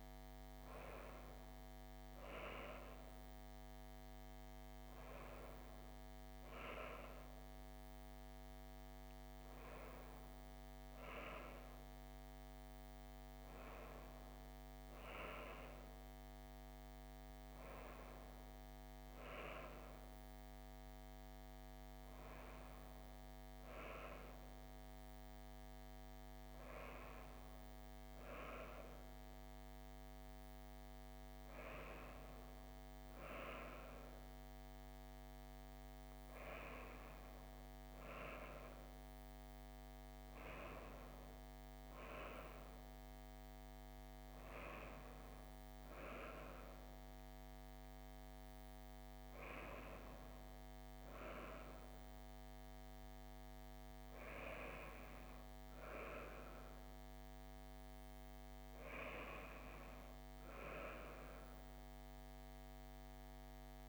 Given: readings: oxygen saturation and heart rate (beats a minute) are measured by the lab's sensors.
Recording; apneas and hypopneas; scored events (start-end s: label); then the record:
a person awake in a sleep study, by a microphone on the trachea; none
none scored
From the record:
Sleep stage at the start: awake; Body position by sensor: on the back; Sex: female